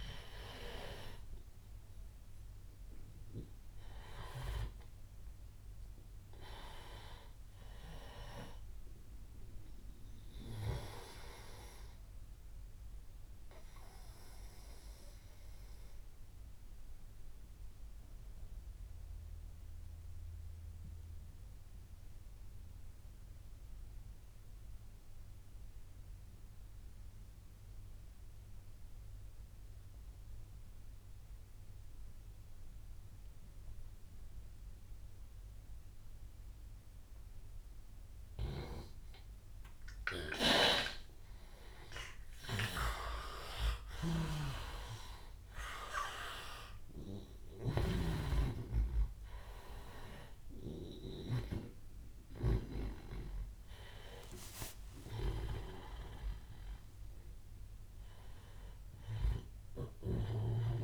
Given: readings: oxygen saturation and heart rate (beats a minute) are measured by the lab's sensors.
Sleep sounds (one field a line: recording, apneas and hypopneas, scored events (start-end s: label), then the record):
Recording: breathing in sleep by a room microphone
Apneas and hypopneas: 1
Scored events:
0.00-22.00 s: oxygen desaturation (device-marked, oxygen 86% lowest, heart rate 77 extreme)
11.00-41.50 s: obstructive apnea (oxygen 98% before, 86% lowest, heart rate 86 before, 77 extreme, up 7 after)
41.00-60.84 s: oxygen desaturation (device-marked, oxygen 98% before, 88% lowest, heart rate 83 before, 77 extreme)
43.50-47.00 s: arousal
43.50-52.50 s: snoring (device-marked)
From the record:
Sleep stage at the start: N2 (light sleep)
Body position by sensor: on the back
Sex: male